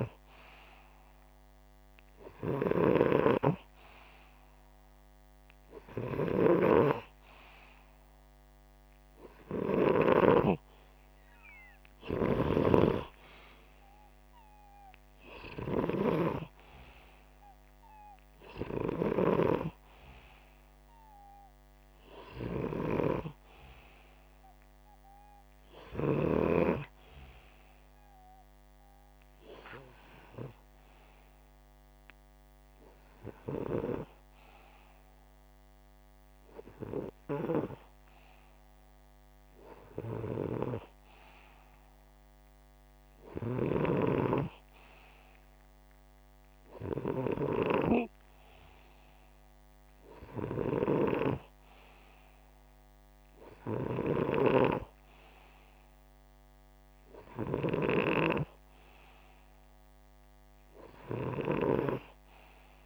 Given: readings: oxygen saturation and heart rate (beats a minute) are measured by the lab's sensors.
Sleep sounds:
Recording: breathing in sleep by a microphone on the trachea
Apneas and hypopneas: none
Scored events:
none scored
From the record:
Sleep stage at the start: N2 (light sleep)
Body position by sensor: upright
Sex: male

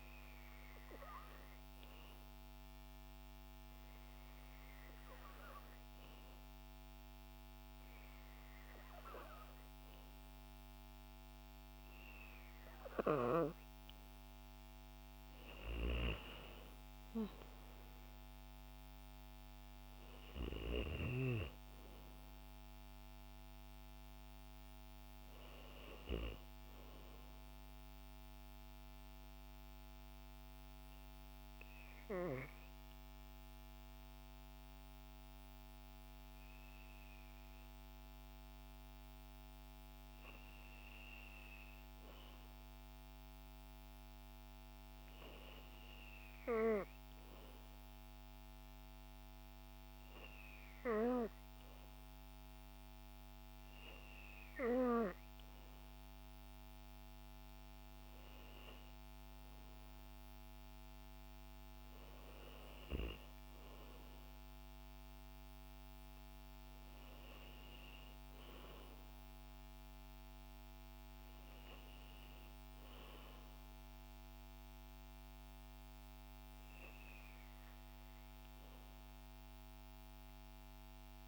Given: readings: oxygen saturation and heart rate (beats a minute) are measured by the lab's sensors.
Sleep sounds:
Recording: breathing in sleep by a microphone on the trachea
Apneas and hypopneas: 2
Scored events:
1.50-12.50 s: hypopnea (oxygen 95% before, 91% lowest, heart rate 57 before, 54 extreme, up 7 after)
15.50-21.00 s: snoring (device-marked)
16.00-19.00 s: arousal
27.50-41.00 s: hypopnea (oxygen 93% before, 91% lowest, heart rate 59 before, 55 extreme, up 9 after)
43.00-46.50 s: arousal
52.00-65.00 s: oxygen desaturation (device-marked, oxygen 96% before, 92% lowest, heart rate 58 before, 54 extreme)
From the record:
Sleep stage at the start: N2 (light sleep)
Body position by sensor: on the back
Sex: female

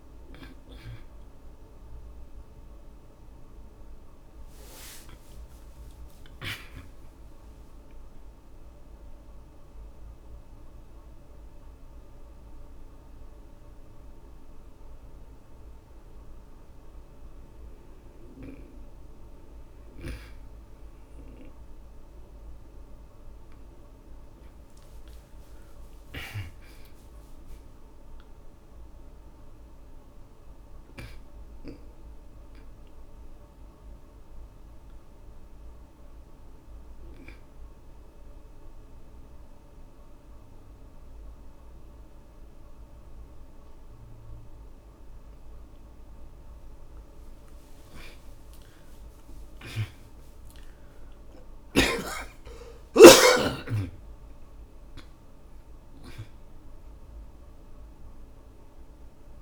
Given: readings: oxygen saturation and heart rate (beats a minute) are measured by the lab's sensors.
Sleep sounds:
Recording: breathing in sleep by a room microphone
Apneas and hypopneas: 2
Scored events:
0.00-5.00 s: oxygen desaturation (device-marked, oxygen 76% lowest, heart rate 46 extreme)
10.00-23.50 s: obstructive apnea (oxygen 91% before, 79% lowest, heart rate 73 before, 46 extreme, up 19 after)
25.00-30.00 s: arousal
34.00-46.00 s: oxygen desaturation (device-marked, oxygen 97% before, 84% lowest, heart rate 57 before, 54 extreme)
37.00-47.00 s: obstructive apnea (oxygen 99% before, 79% lowest, heart rate 57 before, 54 extreme, up 32 after)
48.00-53.50 s: arousal
48.00-59.42 s: oxygen desaturation (device-marked, oxygen 92% before, 85% lowest, heart rate 59 before, 54 extreme)
From the record:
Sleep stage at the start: N2 (light sleep)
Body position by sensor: on the back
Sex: male

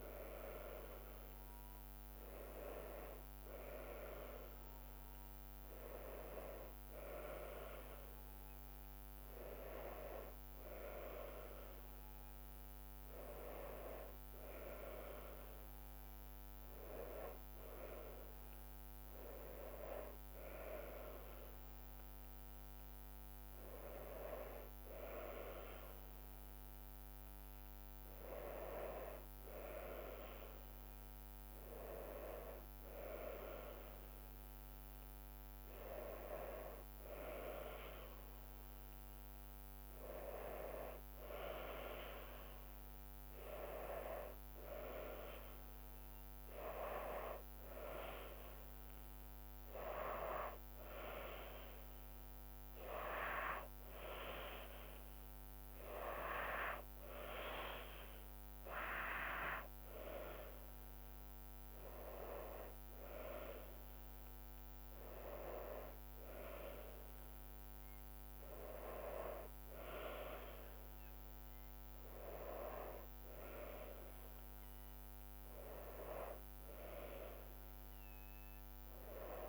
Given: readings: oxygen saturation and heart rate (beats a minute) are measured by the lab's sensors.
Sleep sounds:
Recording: breathing in sleep by a microphone on the trachea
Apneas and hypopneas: none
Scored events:
4.50-12.50 s: oxygen desaturation (device-marked, oxygen 97% before, 93% lowest, heart rate 88 before, 79 extreme)
29.50-79.49 s: new sleep stage, N2 (light sleep)
From the record:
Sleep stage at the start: N1 (lightest sleep)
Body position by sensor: on the back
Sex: female

